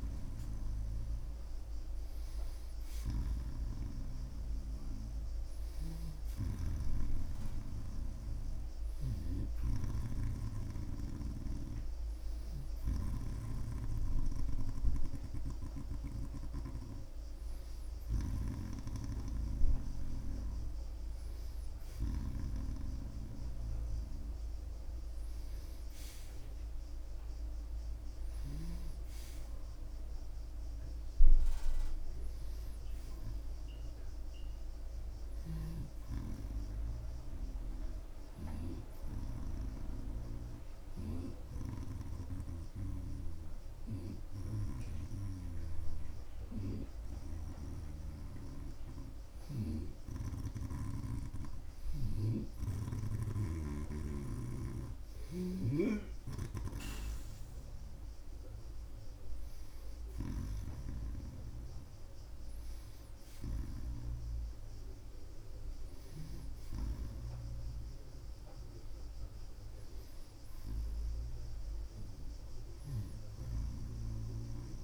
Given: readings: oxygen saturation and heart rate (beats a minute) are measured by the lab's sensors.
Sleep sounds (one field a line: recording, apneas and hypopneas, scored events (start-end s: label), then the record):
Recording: breathing in sleep by a room microphone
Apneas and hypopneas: none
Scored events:
0.00-3.50 s: snoring (device-marked)
5.50-22.50 s: snoring (device-marked)
45.50-50.00 s: snoring (device-marked)
54.50-66.50 s: snoring (device-marked)
56.50-70.50 s: oxygen desaturation (device-marked, oxygen 90% before, 86% lowest)
From the record:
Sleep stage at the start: N1 (lightest sleep)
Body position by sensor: on the right side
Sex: male